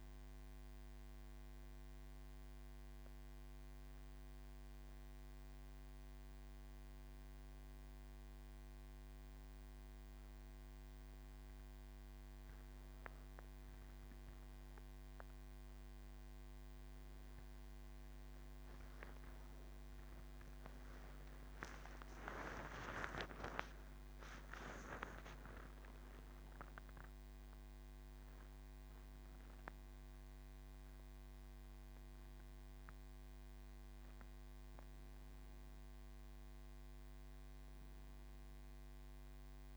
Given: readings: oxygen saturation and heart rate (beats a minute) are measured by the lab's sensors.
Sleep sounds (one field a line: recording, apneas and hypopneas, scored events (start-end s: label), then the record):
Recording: breathing in sleep by a microphone on the trachea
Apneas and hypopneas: 1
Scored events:
0.00-18.50 s: oxygen desaturation (device-marked, oxygen 91% lowest)
4.00-14.50 s: hypopnea (oxygen 98% before, 91% lowest)
From the record:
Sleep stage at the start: N3 (deep sleep)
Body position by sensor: on the back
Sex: female